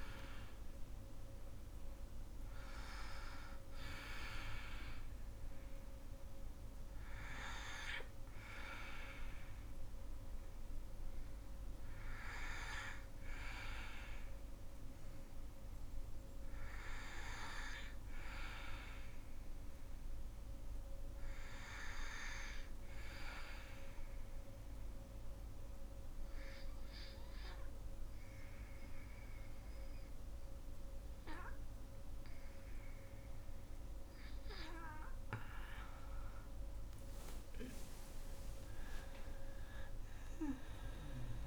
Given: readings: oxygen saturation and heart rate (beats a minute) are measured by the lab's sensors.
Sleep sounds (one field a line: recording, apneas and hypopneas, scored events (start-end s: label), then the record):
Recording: breathing in sleep by a room microphone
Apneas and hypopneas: 1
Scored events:
0.00-18.00 s: oxygen desaturation (device-marked, oxygen 90% lowest, heart rate 59 extreme)
22.50-34.50 s: obstructive apnea (oxygen 98% before, 90% lowest, heart rate 64 before, 55 extreme, up 15 after)
36.50-40.50 s: arousal
38.00-41.47 s: oxygen desaturation (device-marked, oxygen 97% before, 90% lowest, heart rate 62 before, 55 extreme)
From the record:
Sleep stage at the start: N2 (light sleep)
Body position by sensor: on the back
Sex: female